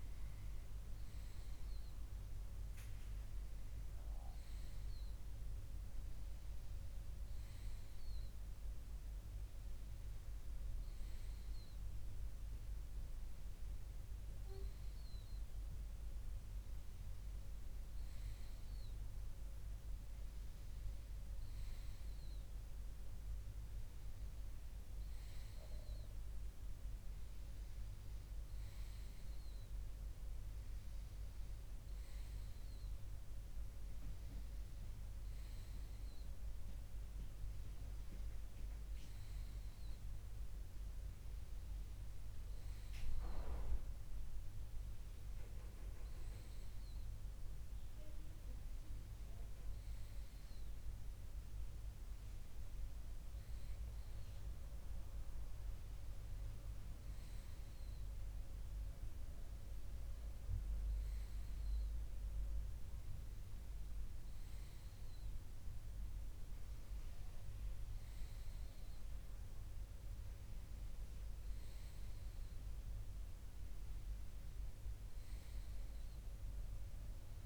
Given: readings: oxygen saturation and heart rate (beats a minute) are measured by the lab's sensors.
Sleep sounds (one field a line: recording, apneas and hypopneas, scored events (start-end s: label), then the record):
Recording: breathing in sleep, hard to hear, by a room microphone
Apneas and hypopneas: none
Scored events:
53.00-55.00 s: long interval between heartbeats (device-marked, heart rate 62 before, 67 extreme)
From the record:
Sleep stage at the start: N2 (light sleep)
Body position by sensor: on the left side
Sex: male